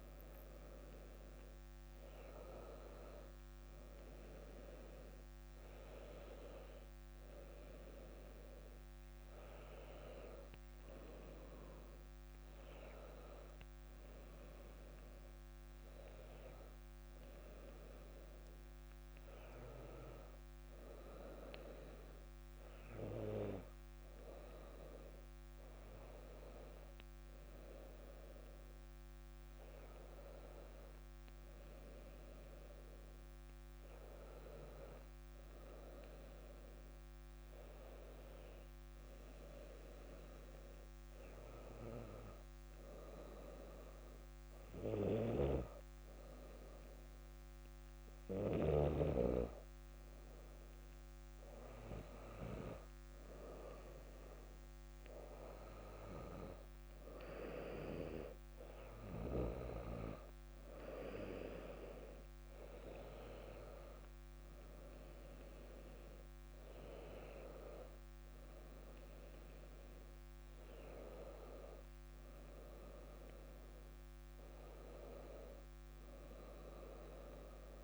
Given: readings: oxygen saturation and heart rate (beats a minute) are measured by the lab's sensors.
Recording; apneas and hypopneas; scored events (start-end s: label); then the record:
breathing in sleep by a microphone on the trachea; none
none scored
From the record:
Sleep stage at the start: N2 (light sleep); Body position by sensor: on the back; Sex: female